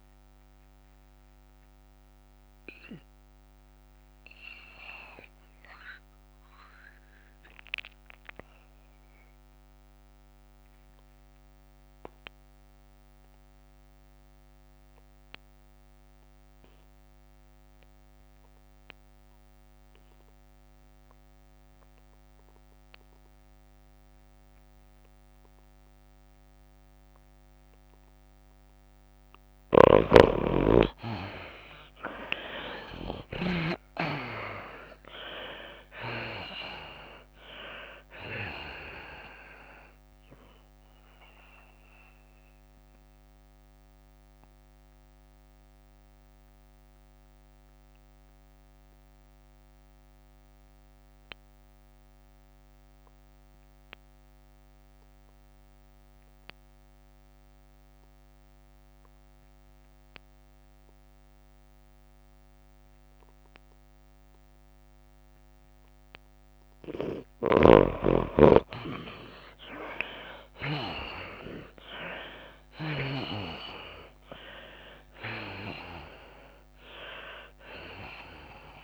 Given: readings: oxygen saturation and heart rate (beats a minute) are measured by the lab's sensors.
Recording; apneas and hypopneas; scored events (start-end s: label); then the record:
breathing in sleep by a microphone on the trachea; 2
0.00-6.50 s: tachycardia (device-marked, heart rate 107 extreme)
0.00-7.50 s: drop in pulse transit time (device-marked, heart rate 101 extreme)
0.00-14.50 s: oxygen desaturation (device-marked, oxygen 85% lowest)
5.00-7.00 s: long interval between heartbeats (device-marked, heart rate 102 before, 101 extreme)
5.50-28.50 s: obstructive apnea (oxygen 99% before, 79% lowest, heart rate 102 before, 35 extreme, up 13 after)
6.50-12.50 s: bradycardia (device-marked)
11.00-13.00 s: long interval between heartbeats (device-marked, heart rate 99 before, 29 extreme)
13.50-23.50 s: tachycardia (device-marked, heart rate 97 before, 119 extreme)
17.00-19.00 s: long interval between heartbeats (device-marked, heart rate 82 before, 110 extreme)
22.50-58.50 s: oxygen desaturation (device-marked, oxygen 98% before, 79% lowest, heart rate 85 before, 94 extreme)
25.50-47.50 s: tachycardia (device-marked, heart rate 96 before, 110 extreme)
28.50-30.50 s: long interval between heartbeats (device-marked, heart rate 86 before, 107 extreme)
29.50-33.00 s: arousal
36.50-49.50 s: drop in pulse transit time (device-marked, heart rate 109 before, 102 extreme)
41.50-67.50 s: mixed apnea (oxygen 98% before, 79% lowest, heart rate 106 before, 94 extreme, up 10 after)
66.50-78.84 s: oxygen desaturation (device-marked, oxygen 99% before, 81% lowest, heart rate 98 before, 99 extreme)
70.50-74.50 s: arousal
70.50-78.84 s: tachycardia (device-marked, heart rate 97 before, 108 extreme)
71.50-78.84 s: drop in pulse transit time (device-marked, heart rate 97 before, 99 extreme)
From the record:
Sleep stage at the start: N2 (light sleep); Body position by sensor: on the left side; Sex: female